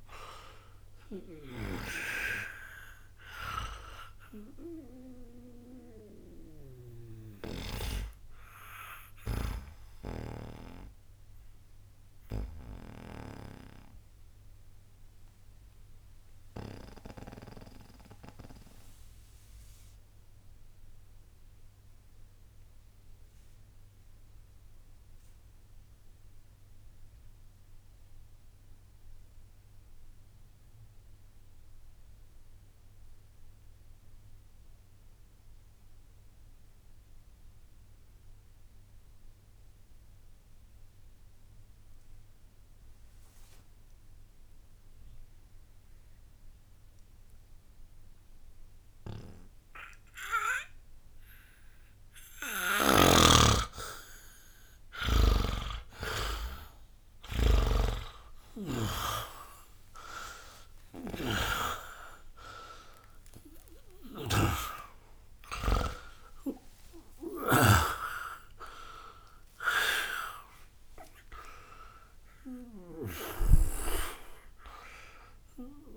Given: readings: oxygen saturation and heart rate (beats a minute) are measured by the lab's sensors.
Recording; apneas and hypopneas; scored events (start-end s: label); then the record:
breathing in sleep by a room microphone; 1
0.00-26.00 s: oxygen desaturation (device-marked, oxygen 79% lowest, heart rate 59 extreme)
14.50-51.50 s: mixed apnea (oxygen 93% before, 79% lowest, heart rate 70 before, 59 extreme, up 13 after)
47.00-75.97 s: oxygen desaturation (device-marked, oxygen 99% before, 80% lowest, heart rate 61 before, 60 extreme)
52.50-57.50 s: snoring (device-marked)
57.50-62.50 s: arousal
From the record:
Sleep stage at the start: N2 (light sleep); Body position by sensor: on the back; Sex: male